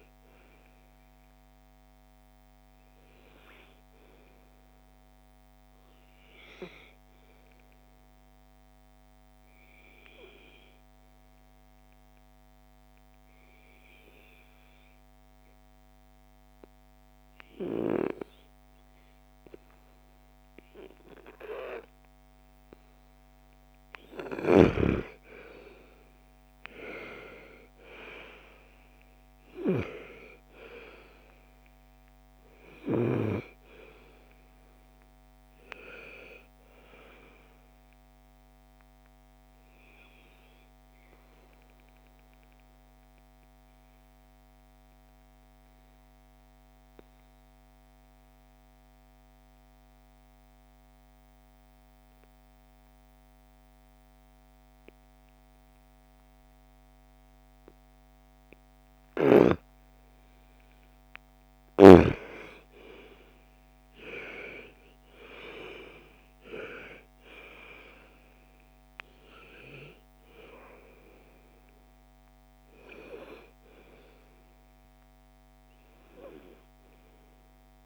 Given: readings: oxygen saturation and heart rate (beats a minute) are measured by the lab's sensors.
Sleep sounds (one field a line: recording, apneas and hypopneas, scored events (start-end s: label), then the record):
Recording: breathing in sleep by a microphone on the trachea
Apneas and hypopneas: 2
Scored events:
0.00-6.50 s: oxygen desaturation (device-marked, oxygen 88% lowest, heart rate 47 extreme)
6.50-23.00 s: obstructive apnea (oxygen 97% before, 87% lowest, heart rate 59 before, 55 extreme, up 10 after)
22.50-44.50 s: oxygen desaturation (device-marked, oxygen 98% before, 89% lowest, heart rate 60 before, 49 extreme)
24.50-29.00 s: arousal
42.00-58.50 s: obstructive apnea (oxygen 98% before, 86% lowest, heart rate 65 before, 49 extreme, up 3 after)
60.50-77.85 s: oxygen desaturation (device-marked, oxygen 98% before, 87% lowest, heart rate 57 before, 38 extreme)
61.50-65.00 s: arousal
From the record:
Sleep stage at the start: N2 (light sleep)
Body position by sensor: on the right side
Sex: female